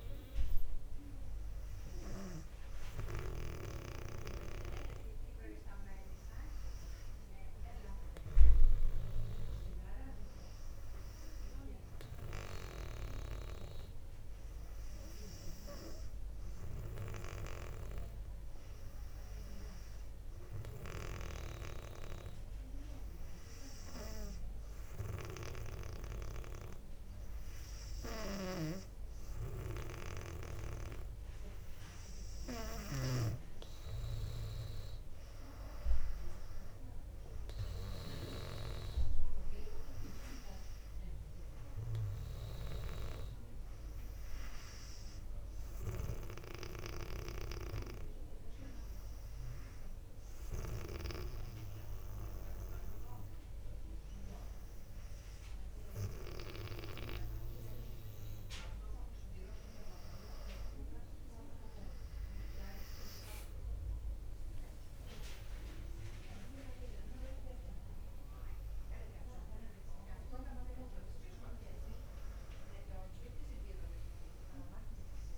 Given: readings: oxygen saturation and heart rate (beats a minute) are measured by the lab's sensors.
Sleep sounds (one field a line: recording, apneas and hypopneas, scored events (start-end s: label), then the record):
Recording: breathing in sleep by a room microphone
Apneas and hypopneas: 1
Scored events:
49.50-60.00 s: obstructive apnea (oxygen 98% before, 97% lowest, heart rate 60 before, 56 extreme, up 6 after)
63.00-67.50 s: arousal
From the record:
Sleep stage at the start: N2 (light sleep)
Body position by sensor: on the back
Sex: female